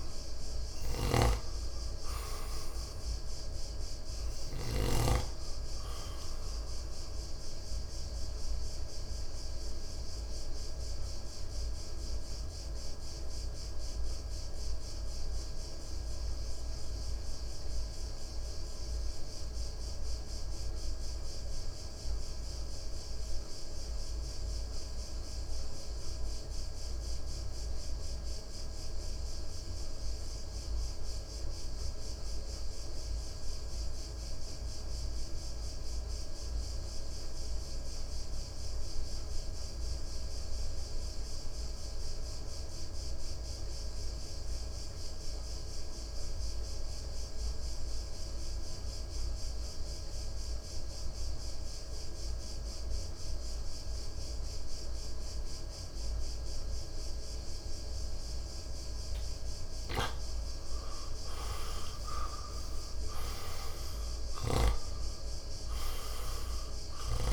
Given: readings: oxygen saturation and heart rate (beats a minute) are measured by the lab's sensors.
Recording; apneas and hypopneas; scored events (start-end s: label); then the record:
breathing in sleep by a room microphone; 1
0.00-1.00 s: arousal
0.00-1.50 s: snoring (device-marked)
0.00-26.00 s: oxygen desaturation (device-marked, oxygen 84% lowest, heart rate 56 extreme)
8.00-59.50 s: mixed apnea (oxygen 96% before, 82% lowest, heart rate 64 before, 55 extreme, up 8 after)
40.00-67.33 s: oxygen desaturation (device-marked, oxygen 99% before, 82% lowest, heart rate 58 before, 55 extreme)
60.00-65.00 s: snoring (device-marked)
61.00-64.00 s: arousal
From the record:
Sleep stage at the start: N2 (light sleep); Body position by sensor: on the right side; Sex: male